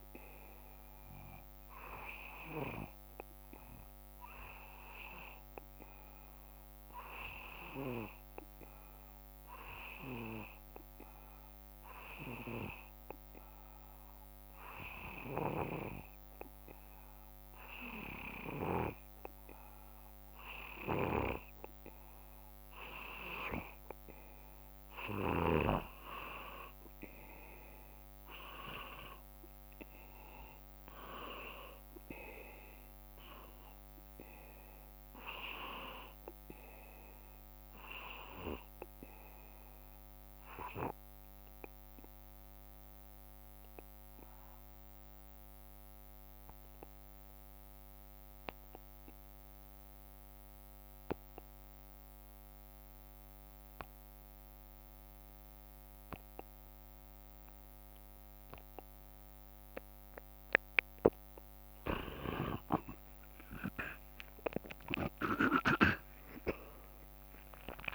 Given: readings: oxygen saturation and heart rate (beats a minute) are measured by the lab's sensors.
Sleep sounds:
breathing in sleep by a microphone on the trachea; 2
3.50-21.00 s: obstructive apnea (oxygen 94% before, 85% lowest, heart rate 57 before, 54 extreme, up 4 after)
21.00-26.00 s: snoring (device-marked)
24.00-27.50 s: arousal
40.50-60.00 s: obstructive apnea (oxygen 94% before, 85% lowest, heart rate 58 before, 53 extreme, up 8 after)
58.00-67.95 s: oxygen desaturation (device-marked, oxygen 95% before, 85% lowest, heart rate 55 before, 52 extreme)
64.00-67.95 s: arousal
From the record:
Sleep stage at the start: N2 (light sleep); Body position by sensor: on the back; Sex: male

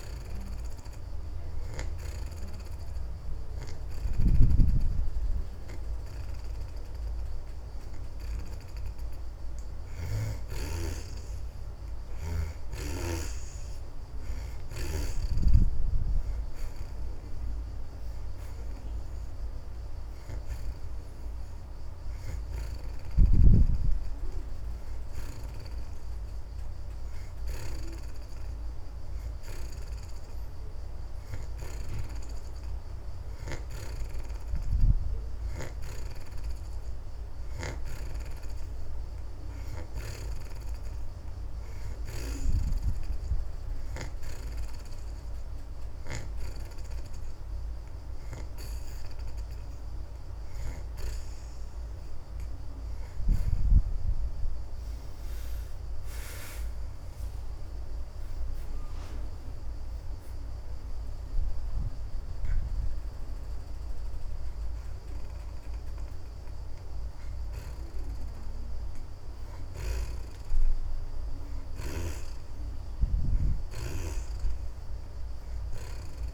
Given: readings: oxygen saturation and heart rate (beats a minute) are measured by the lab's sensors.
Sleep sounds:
breathing in sleep by a room microphone; 1
1.50-11.50 s: hypopnea (oxygen 70% before, 61% lowest)
7.50-23.50 s: oxygen desaturation (device-marked, oxygen 70% before, 61% lowest)
13.50-17.50 s: arousal
53.50-62.50 s: oxygen desaturation (device-marked, oxygen 69% before, 64% lowest)
58.00-62.50 s: arousal
64.50-76.34 s: oxygen desaturation (device-marked, oxygen 67% before, 62% lowest)
From the record:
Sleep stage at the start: N2 (light sleep); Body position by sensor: on the back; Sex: female

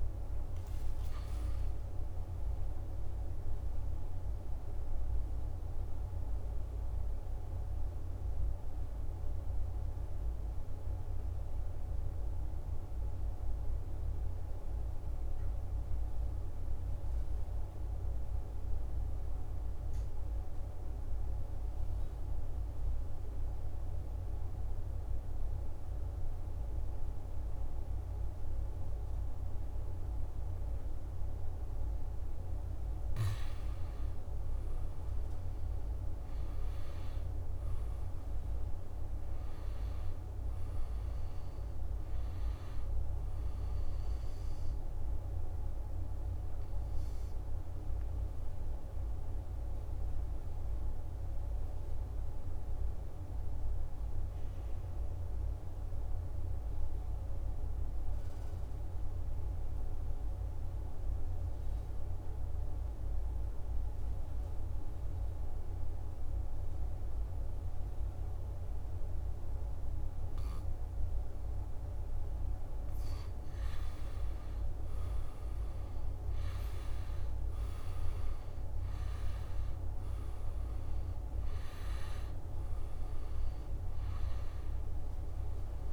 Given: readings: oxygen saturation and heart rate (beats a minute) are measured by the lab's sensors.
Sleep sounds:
breathing in sleep, hard to hear, by a room microphone; 2
0.00-1.50 s: arousal
0.00-22.50 s: oxygen desaturation (device-marked, oxygen 82% lowest, heart rate 61 extreme)
6.00-33.00 s: mixed apnea (oxygen 97% before, 82% lowest, heart rate 76 before, 61 extreme, up 10 after)
34.50-39.00 s: arousal
39.50-62.50 s: oxygen desaturation (device-marked, oxygen 98% before, 88% lowest, heart rate 66 before, 66 extreme)
44.50-71.50 s: obstructive apnea (oxygen 99% before, 87% lowest, heart rate 68 before, 66 extreme, up 5 after)
80.50-85.93 s: new sleep stage, awake
From the record:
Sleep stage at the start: N2 (light sleep); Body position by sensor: on the back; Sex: male

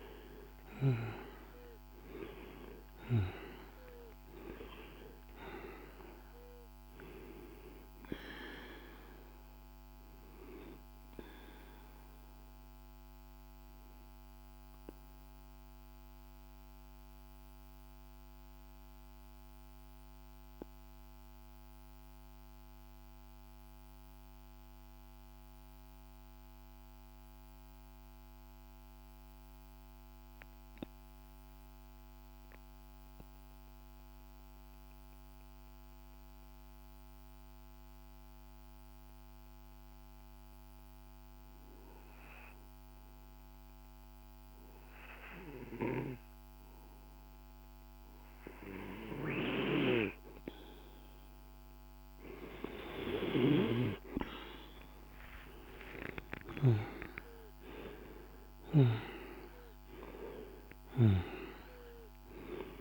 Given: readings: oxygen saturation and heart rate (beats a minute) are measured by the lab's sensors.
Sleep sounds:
breathing in sleep by a microphone on the trachea; 1
0.00-23.00 s: oxygen desaturation (device-marked, oxygen 89% lowest, heart rate 38 extreme)
10.50-49.50 s: mixed apnea (oxygen 98% before, 86% lowest)
47.00-62.81 s: oxygen desaturation (device-marked, oxygen 97% before, 86% lowest)
52.00-55.50 s: arousal
From the record:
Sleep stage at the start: N2 (light sleep); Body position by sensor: on the back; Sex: male

